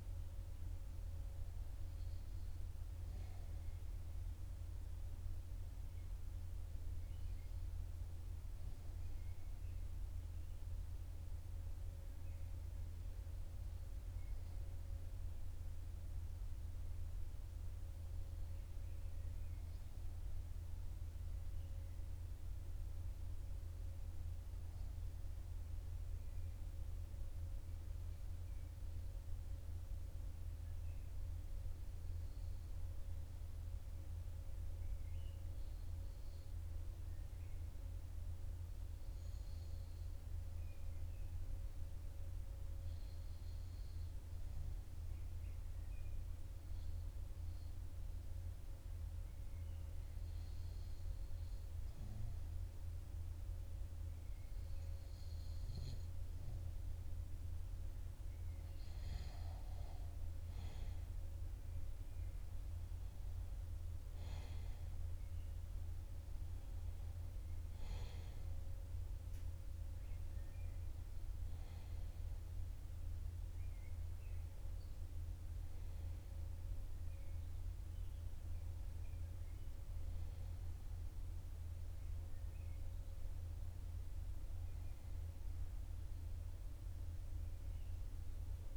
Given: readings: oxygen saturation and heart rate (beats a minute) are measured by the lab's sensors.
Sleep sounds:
breathing in sleep, hard to hear, by a room microphone; 1
28.50-55.00 s: hypopnea (oxygen 99% before, 95% lowest, heart rate 41 before, 39 extreme, up 2 after)
61.00-66.50 s: arousal
From the record:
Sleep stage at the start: REM sleep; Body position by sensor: on the back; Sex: male

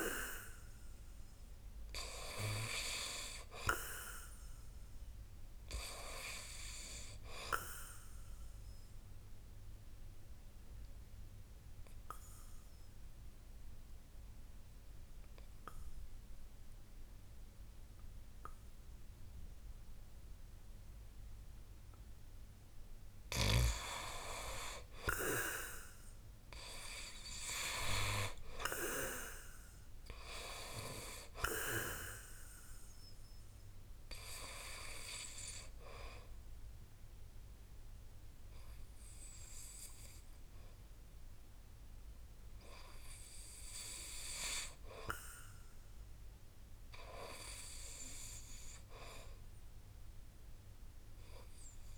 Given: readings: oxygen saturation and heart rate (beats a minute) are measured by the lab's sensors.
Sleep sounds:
breathing in sleep by a room microphone; 2
0.00-3.50 s: oxygen desaturation (device-marked, oxygen 84% lowest, heart rate 61 extreme)
7.50-23.50 s: obstructive apnea (oxygen 95% before, 76% lowest, heart rate 67 before, 59 extreme, up 6 after)
24.50-28.00 s: arousal
30.50-50.50 s: oxygen desaturation (device-marked, oxygen 94% before, 76% lowest, heart rate 64 before, 59 extreme)
32.50-43.00 s: hypopnea (oxygen 94% before, 76% lowest, heart rate 64 before, 59 extreme, up 6 after)
47.00-50.00 s: arousal
From the record:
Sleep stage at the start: N2 (light sleep); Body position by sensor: on the back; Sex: male

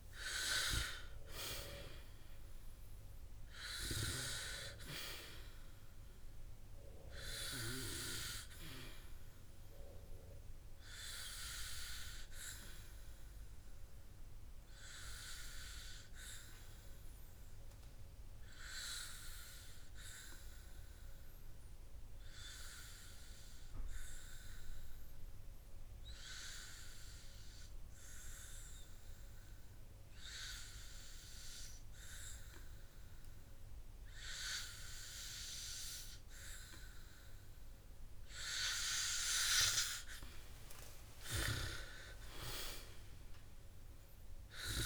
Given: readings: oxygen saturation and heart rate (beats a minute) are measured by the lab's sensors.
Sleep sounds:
breathing in sleep by a room microphone; 1
21.00-36.00 s: hypopnea (oxygen 96% before, 94% lowest, heart rate 86 before, 57 extreme, up 39 after)
42.00-44.86 s: arousal
From the record:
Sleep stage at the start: N2 (light sleep); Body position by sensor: on the back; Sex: male

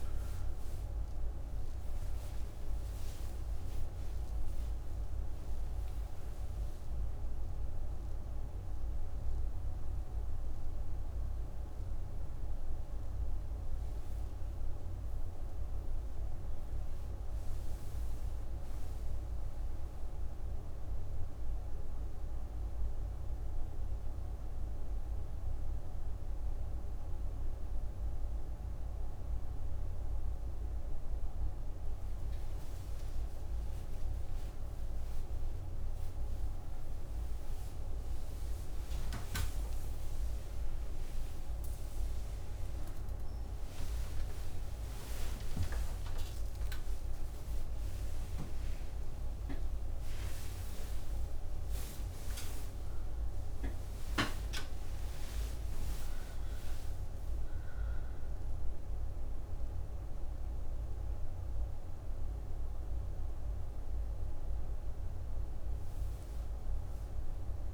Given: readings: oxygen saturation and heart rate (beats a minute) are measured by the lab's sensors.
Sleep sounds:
a person awake in a sleep study, hard to hear, by a room microphone; none
none scored
From the record:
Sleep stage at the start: awake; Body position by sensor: on the back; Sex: female

